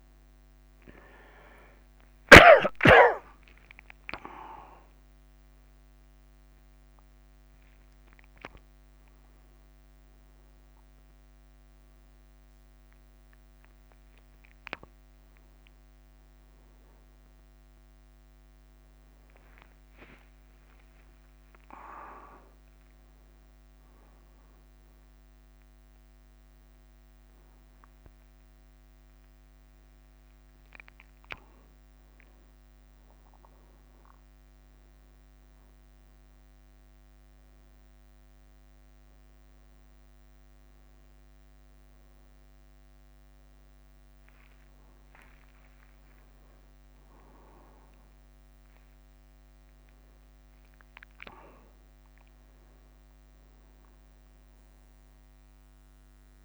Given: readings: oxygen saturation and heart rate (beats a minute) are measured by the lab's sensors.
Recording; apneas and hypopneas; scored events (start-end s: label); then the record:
a person awake in a sleep study, by a microphone on the trachea; none
0.00-3.00 s: bradycardia (device-marked, heart rate 59 extreme)
17.50-19.50 s: long interval between heartbeats (device-marked, heart rate 60 before, 69 extreme)
19.00-24.00 s: bradycardia (device-marked, heart rate 61 before, 56 extreme)
39.00-50.00 s: bradycardia (device-marked, heart rate 61 before, 53 extreme)
52.00-54.00 s: bradycardia (device-marked, heart rate 61 before, 59 extreme)
54.00-56.45 s: new sleep stage, N2 (light sleep)
From the record:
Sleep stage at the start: awake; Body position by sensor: on the back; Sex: male